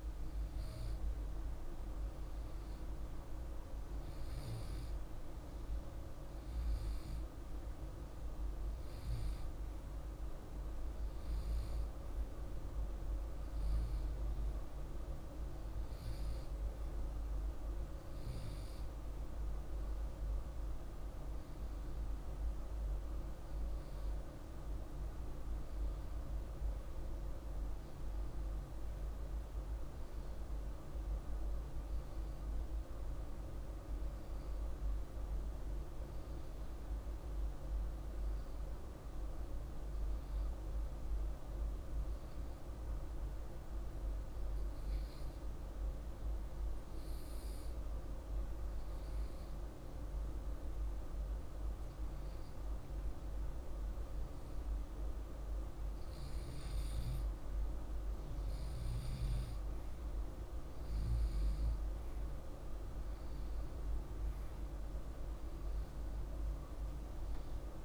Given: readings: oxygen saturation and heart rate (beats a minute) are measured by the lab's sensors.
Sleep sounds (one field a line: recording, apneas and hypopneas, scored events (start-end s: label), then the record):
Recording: breathing in sleep, hard to hear, by a room microphone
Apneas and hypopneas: 1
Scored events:
41.00-54.50 s: hypopnea (oxygen 98% before, 95% lowest, heart rate 49 before, 49 extreme, up 1 after)
56.50-60.50 s: arousal
From the record:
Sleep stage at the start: REM sleep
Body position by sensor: on the left side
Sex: male